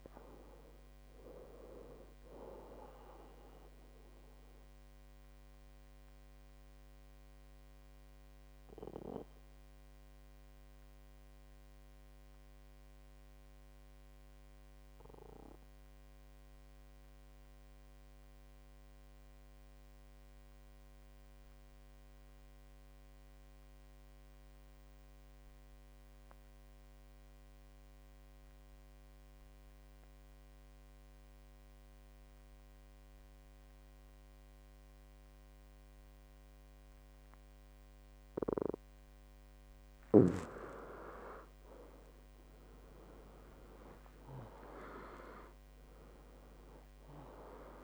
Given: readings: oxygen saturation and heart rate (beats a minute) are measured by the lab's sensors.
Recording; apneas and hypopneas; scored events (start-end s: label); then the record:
breathing in sleep by a microphone on the trachea; 1
0.00-17.50 s: oxygen desaturation (device-marked, oxygen 88% lowest, heart rate 58 extreme)
5.00-38.00 s: obstructive apnea (oxygen 98% before, 88% lowest, heart rate 71 before, 58 extreme, up 18 after)
37.50-47.83 s: oxygen desaturation (device-marked, oxygen 98% before, 89% lowest, heart rate 61 before, 64 extreme)
39.50-43.00 s: arousal
From the record:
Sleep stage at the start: N2 (light sleep); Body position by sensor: on the back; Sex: male